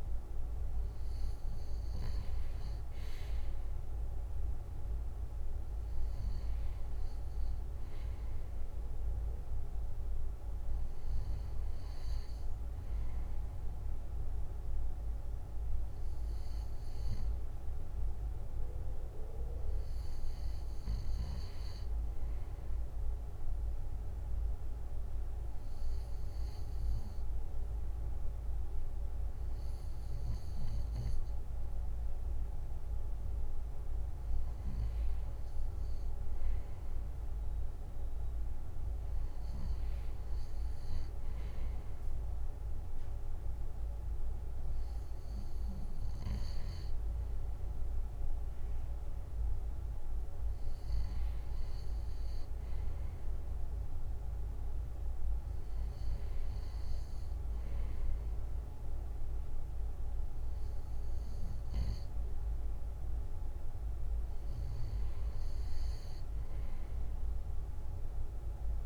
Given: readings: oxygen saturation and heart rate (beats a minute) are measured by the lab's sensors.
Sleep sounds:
breathing in sleep, hard to hear, by a room microphone; 1
4.50-21.50 s: oxygen desaturation (device-marked, oxygen 97% before, 93% lowest, heart rate 56 before, 59 extreme)
23.50-35.00 s: hypopnea (oxygen 97% before, 95% lowest, heart rate 61 before, 60 extreme, up 3 after)
38.00-42.00 s: arousal
From the record:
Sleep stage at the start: N2 (light sleep); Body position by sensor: on the back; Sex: male

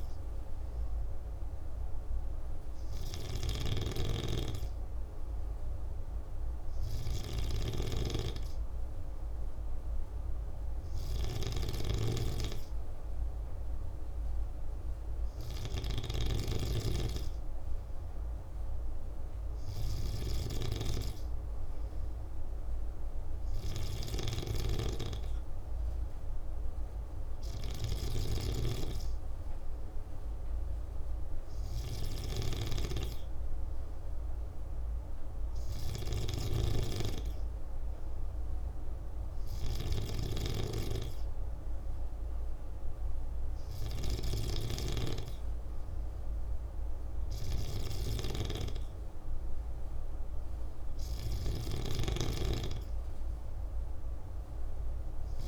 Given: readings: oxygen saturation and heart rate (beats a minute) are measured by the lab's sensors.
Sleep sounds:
breathing in sleep by a room microphone; none
0.00-55.48 s: snoring (device-marked)
From the record:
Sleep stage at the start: N2 (light sleep); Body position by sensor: on the back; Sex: male

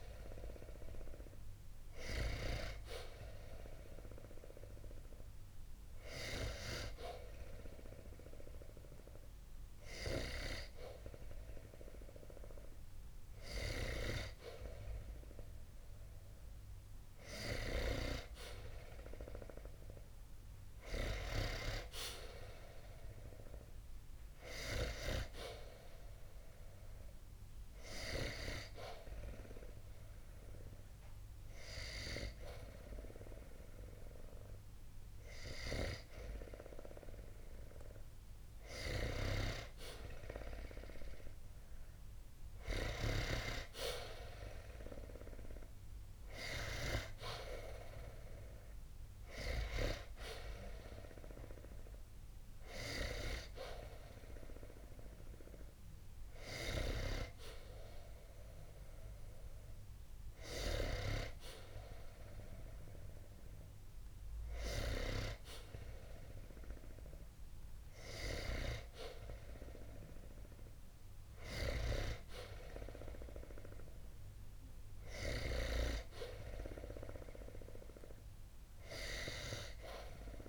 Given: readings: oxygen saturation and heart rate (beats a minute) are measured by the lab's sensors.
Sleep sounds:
breathing in sleep by a room microphone; 2
4.50-15.50 s: hypopnea (oxygen 93% before, 90% lowest, heart rate 60 before, 60 extreme, up 0 after)
18.00-22.00 s: arousal
27.00-38.50 s: hypopnea (oxygen 94% before, 90% lowest, heart rate 60 before, 60 extreme, up 16 after)
41.00-45.00 s: arousal
46.50-61.50 s: oxygen desaturation (device-marked, oxygen 93% before, 90% lowest, heart rate 61 before, 60 extreme)
From the record:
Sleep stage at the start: N2 (light sleep); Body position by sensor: on the back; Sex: male

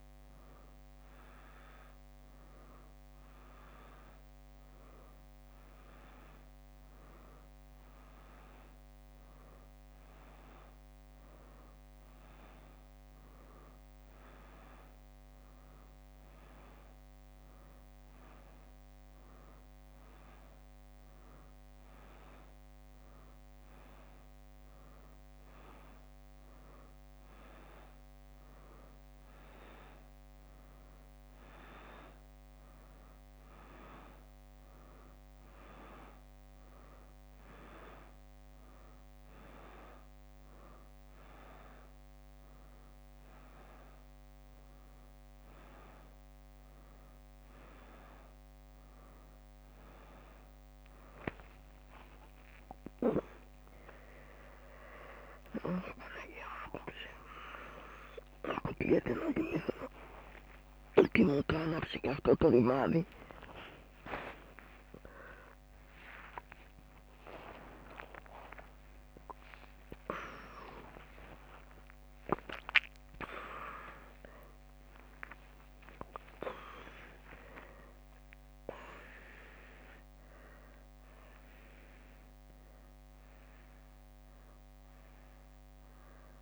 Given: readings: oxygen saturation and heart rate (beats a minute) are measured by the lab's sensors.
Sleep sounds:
a person awake in a sleep study, by a microphone on the trachea; none
10.50-18.00 s: leg movement (device-marked)
22.50-28.50 s: leg movement (device-marked)
30.50-35.00 s: leg movement (device-marked)
37.50-42.00 s: leg movement (device-marked)
48.50-58.50 s: drop in pulse transit time (device-marked, heart rate 65 before, 64 extreme)
49.50-60.50 s: tachycardia (device-marked, heart rate 70 before, 180 extreme)
70.50-77.50 s: tachycardia (device-marked, heart rate 72 before, 145 extreme)
73.50-86.42 s: drop in pulse transit time (device-marked, heart rate 118 before, 77 extreme)
From the record:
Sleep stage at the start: awake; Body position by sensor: on the back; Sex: female

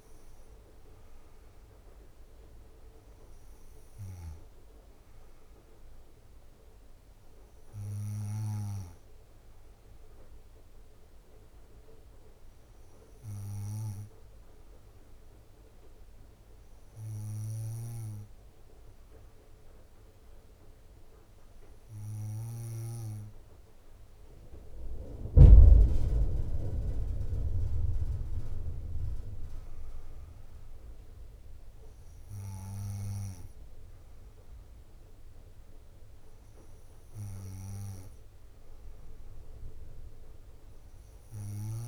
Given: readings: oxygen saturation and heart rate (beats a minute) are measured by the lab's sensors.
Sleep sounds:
breathing in sleep by a room microphone; 1
13.00-26.00 s: hypopnea (oxygen 95% before, 95% lowest, heart rate 66 before, 55 extreme, up 2 after)
28.00-31.50 s: arousal
From the record:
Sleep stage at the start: N2 (light sleep); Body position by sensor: on the back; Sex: female

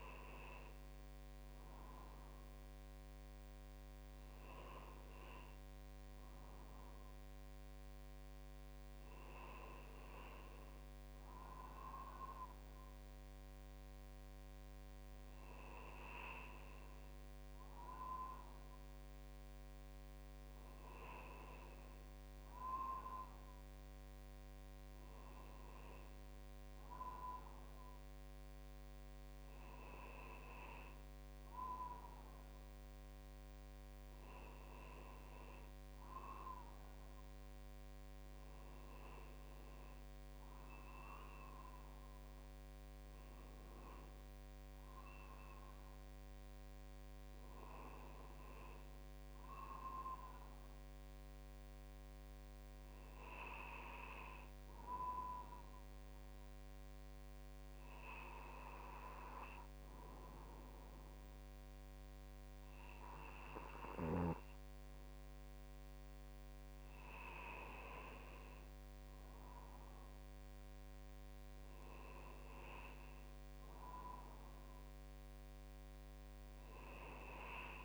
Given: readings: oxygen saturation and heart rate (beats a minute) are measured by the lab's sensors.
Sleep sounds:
breathing in sleep by a microphone on the trachea; none
none scored
From the record:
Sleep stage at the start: N2 (light sleep); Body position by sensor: on the right side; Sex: male

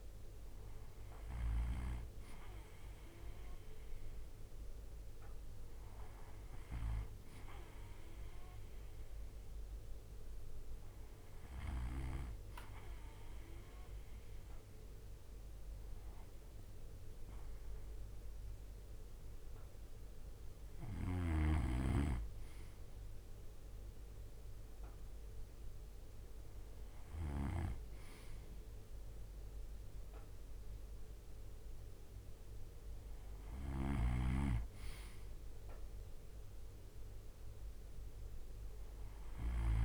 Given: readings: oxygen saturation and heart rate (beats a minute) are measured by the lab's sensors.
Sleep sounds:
breathing in sleep by a room microphone; none
20.00-34.00 s: drop in pulse transit time (device-marked, heart rate 65 before, 61 extreme)
20.50-27.00 s: snoring (device-marked)
33.00-39.50 s: snoring (device-marked)
From the record:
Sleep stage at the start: N2 (light sleep); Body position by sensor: on the right side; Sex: male

